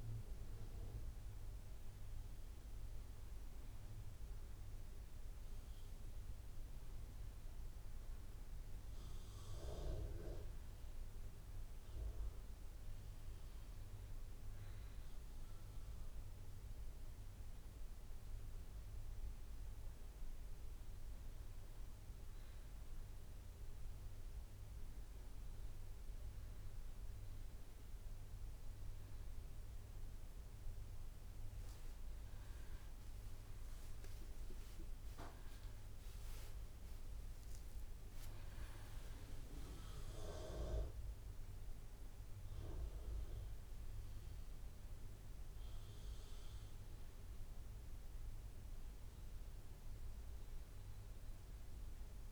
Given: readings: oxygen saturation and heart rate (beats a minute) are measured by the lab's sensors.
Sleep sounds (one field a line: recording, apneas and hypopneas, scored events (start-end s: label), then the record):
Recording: breathing in sleep, hard to hear, by a room microphone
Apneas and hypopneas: none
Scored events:
16.50-26.50 s: drop in pulse transit time (device-marked, heart rate 66 before, 62 extreme)
38.50-47.50 s: drop in pulse transit time (device-marked, heart rate 65 before, 68 extreme)
From the record:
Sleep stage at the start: REM sleep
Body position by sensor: on the back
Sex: male